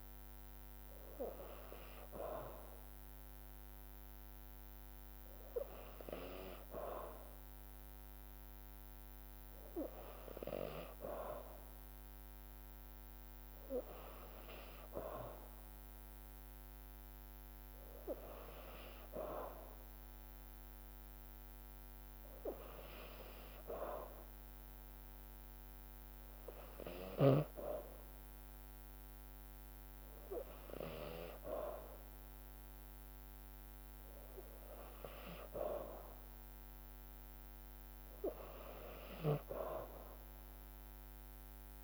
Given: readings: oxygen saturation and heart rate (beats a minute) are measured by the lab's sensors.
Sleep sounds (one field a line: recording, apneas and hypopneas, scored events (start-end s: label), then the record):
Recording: breathing in sleep by a microphone on the trachea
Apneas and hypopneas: none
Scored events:
38.50-41.84 s: snoring (device-marked)
From the record:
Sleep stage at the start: N2 (light sleep)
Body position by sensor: on the back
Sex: female